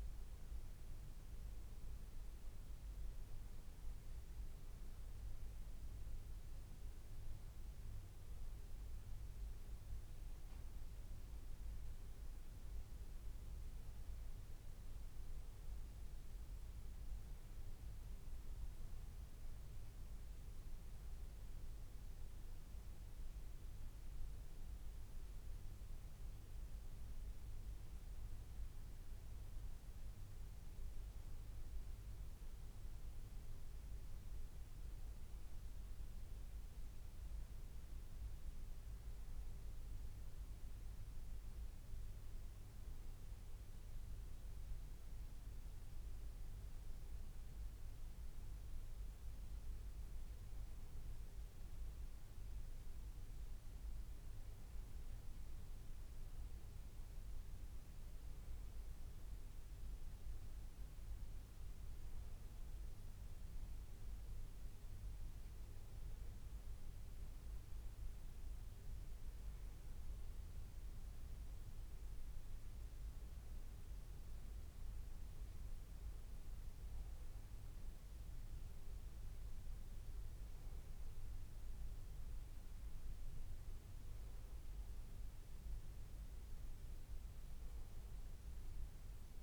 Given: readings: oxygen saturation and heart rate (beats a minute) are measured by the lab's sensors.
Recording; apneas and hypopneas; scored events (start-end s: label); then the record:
breathing in sleep, hard to hear, by a room microphone; none
32.00-34.00 s: long interval between heartbeats (device-marked, heart rate 86 before, 88 extreme)
From the record:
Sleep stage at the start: N2 (light sleep); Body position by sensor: on the back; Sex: male